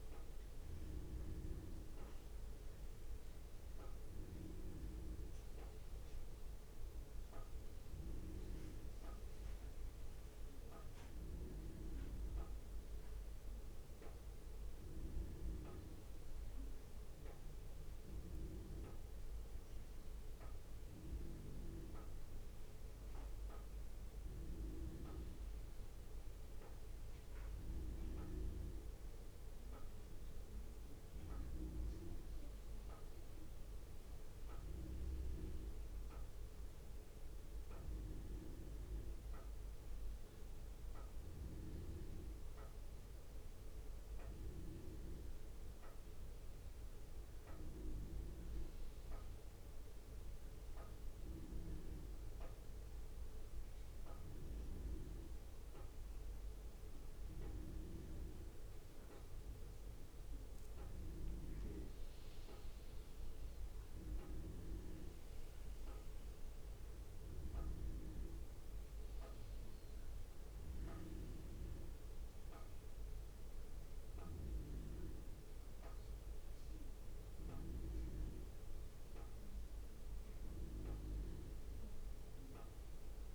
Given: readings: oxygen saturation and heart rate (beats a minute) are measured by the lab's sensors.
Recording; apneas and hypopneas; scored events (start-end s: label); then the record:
breathing in sleep by a room microphone; 1
44.00-48.50 s: arousal
52.00-63.00 s: central apnea (oxygen 96% before, 94% lowest, heart rate 62 before, 58 extreme, up 7 after)
65.00-68.50 s: arousal
From the record:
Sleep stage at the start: N1 (lightest sleep); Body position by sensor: on the front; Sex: male